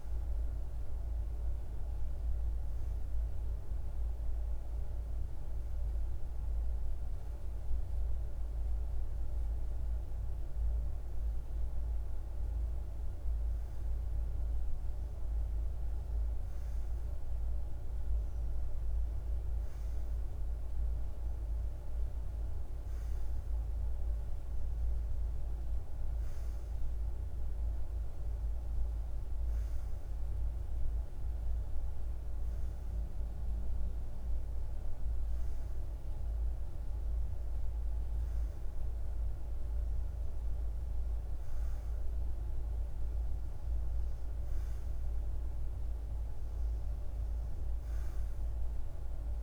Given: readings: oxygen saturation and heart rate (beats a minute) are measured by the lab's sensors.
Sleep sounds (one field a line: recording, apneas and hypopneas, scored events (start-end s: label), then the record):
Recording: breathing in sleep, hard to hear, by a room microphone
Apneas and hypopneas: none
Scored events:
none scored
From the record:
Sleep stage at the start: REM sleep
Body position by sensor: on the back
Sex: male